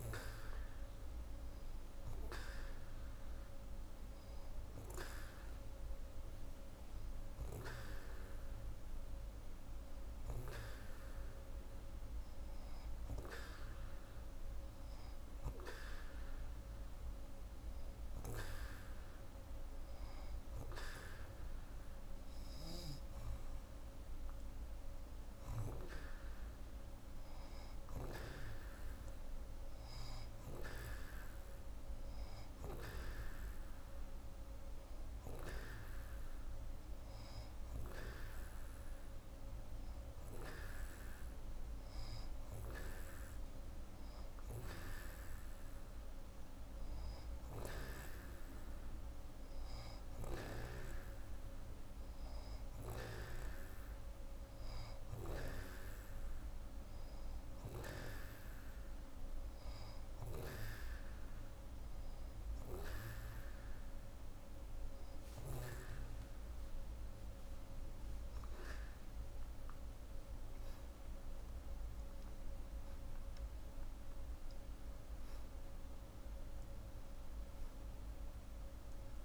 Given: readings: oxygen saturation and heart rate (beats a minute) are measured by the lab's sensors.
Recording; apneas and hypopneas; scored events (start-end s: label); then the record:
breathing in sleep by a room microphone; none
none scored
From the record:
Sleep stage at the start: N2 (light sleep); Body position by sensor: on the right side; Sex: female